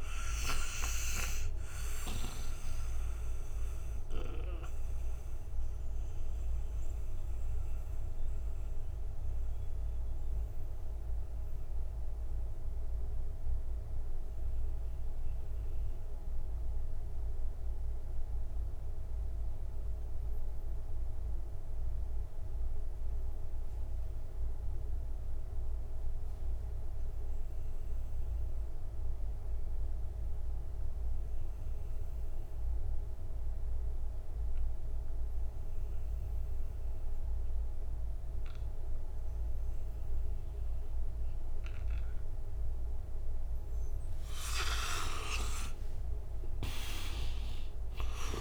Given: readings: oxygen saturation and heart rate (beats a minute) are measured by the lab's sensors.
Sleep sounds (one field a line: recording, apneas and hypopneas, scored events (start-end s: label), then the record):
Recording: breathing in sleep by a room microphone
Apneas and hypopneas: 1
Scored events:
0.00-22.00 s: oxygen desaturation (device-marked, oxygen 82% lowest, heart rate 57 extreme)
4.00-43.50 s: mixed apnea (oxygen 98% before, 78% lowest, heart rate 69 before, 57 extreme, up 17 after)
34.00-48.41 s: oxygen desaturation (device-marked, oxygen 98% before, 78% lowest, heart rate 62 before, 58 extreme)
45.00-48.41 s: arousal
From the record:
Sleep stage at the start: N2 (light sleep)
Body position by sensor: on the right side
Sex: male